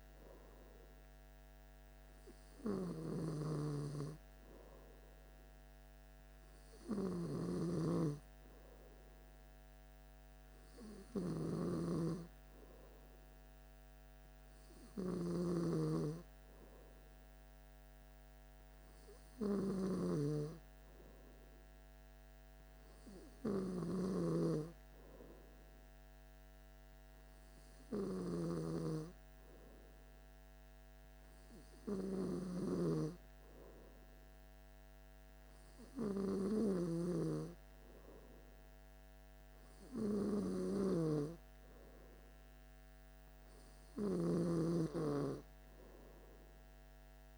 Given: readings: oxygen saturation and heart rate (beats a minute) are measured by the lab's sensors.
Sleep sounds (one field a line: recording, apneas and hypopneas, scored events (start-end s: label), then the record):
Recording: breathing in sleep by a microphone on the trachea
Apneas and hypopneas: none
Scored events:
none scored
From the record:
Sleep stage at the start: N2 (light sleep)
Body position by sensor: on the back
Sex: male